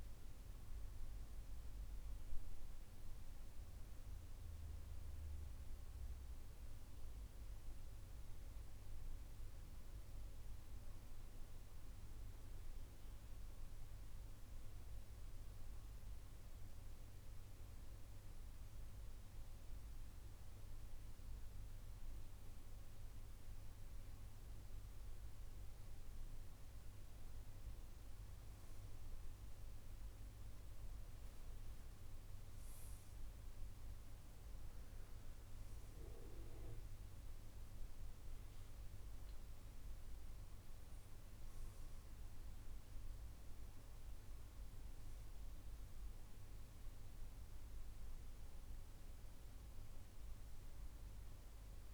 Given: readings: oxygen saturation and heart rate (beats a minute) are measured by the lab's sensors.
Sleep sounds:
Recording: breathing in sleep, hard to hear, by a room microphone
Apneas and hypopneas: 1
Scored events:
15.50-26.50 s: hypopnea (oxygen 97% before, 93% lowest, heart rate 112 before, 50 extreme)
29.00-32.50 s: arousal
From the record:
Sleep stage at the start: N1 (lightest sleep)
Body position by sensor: on the back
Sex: male

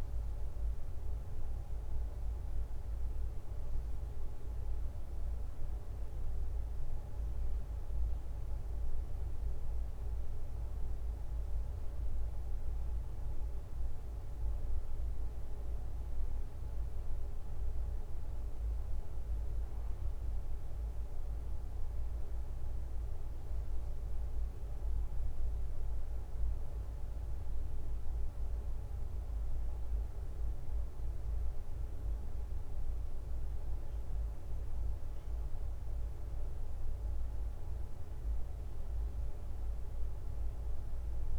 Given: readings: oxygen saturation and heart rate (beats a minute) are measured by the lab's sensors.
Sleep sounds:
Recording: a person partly awake in a sleep study, hard to hear, by a room microphone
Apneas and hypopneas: none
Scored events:
2.00-41.39 s: new sleep stage, N2 (light sleep)
From the record:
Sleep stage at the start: awake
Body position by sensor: on the right side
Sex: male

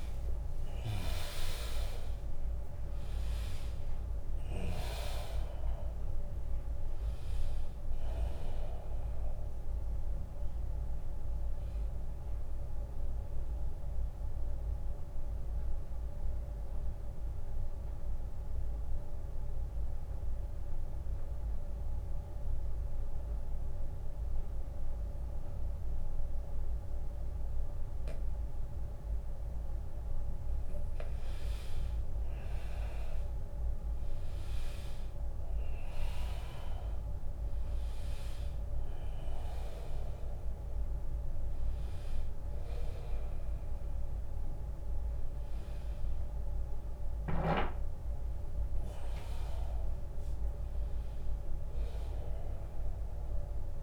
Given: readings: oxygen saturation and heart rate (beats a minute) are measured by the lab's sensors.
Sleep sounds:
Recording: breathing in sleep by a room microphone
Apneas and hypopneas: 1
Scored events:
0.00-8.50 s: drop in pulse transit time (device-marked, heart rate 80 extreme)
0.00-20.50 s: oxygen desaturation (device-marked, oxygen 86% lowest, heart rate 73 extreme)
10.50-30.00 s: obstructive apnea (oxygen 98% before, 86% lowest, heart rate 83 before, 71 extreme, up 14 after)
32.50-36.00 s: arousal
37.50-53.83 s: oxygen desaturation (device-marked, oxygen 100% before, 91% lowest, heart rate 81 before, 66 extreme)
From the record:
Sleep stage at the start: N2 (light sleep)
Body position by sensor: on the back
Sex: male

